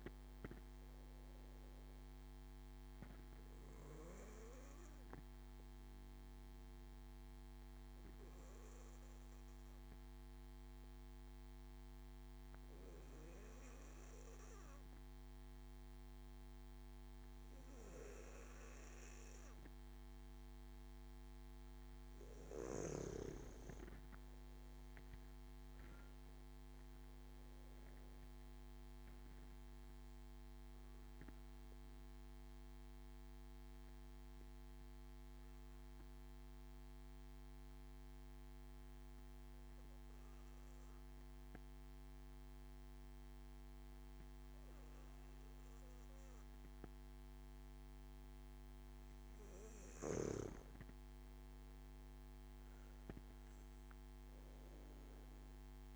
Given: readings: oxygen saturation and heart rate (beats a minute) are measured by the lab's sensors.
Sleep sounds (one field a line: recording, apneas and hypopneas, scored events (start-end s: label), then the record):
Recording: breathing in sleep, hard to hear, by a microphone on the trachea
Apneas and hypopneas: 2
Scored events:
4.00-22.00 s: obstructive apnea (oxygen 96% before, 93% lowest)
24.00-27.50 s: arousal
30.00-49.00 s: obstructive apnea (oxygen 96% before, 92% lowest)
51.50-55.00 s: arousal
From the record:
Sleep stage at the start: N2 (light sleep)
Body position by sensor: on the back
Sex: male